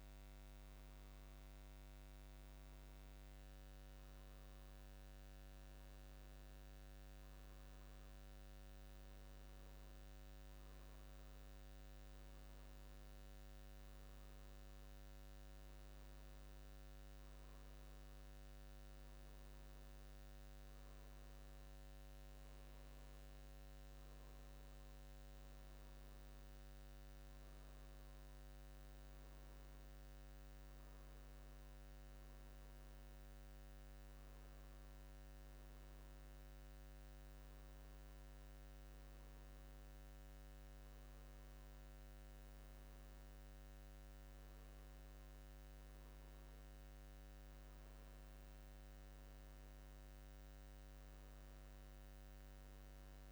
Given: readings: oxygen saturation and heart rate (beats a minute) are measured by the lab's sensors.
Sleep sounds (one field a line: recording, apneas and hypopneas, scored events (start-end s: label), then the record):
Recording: breathing in sleep, hard to hear, by a microphone on the trachea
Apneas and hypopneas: none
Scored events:
47.00-53.32 s: new sleep stage, N2 (light sleep)
From the record:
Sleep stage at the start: N1 (lightest sleep)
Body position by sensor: on the back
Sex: male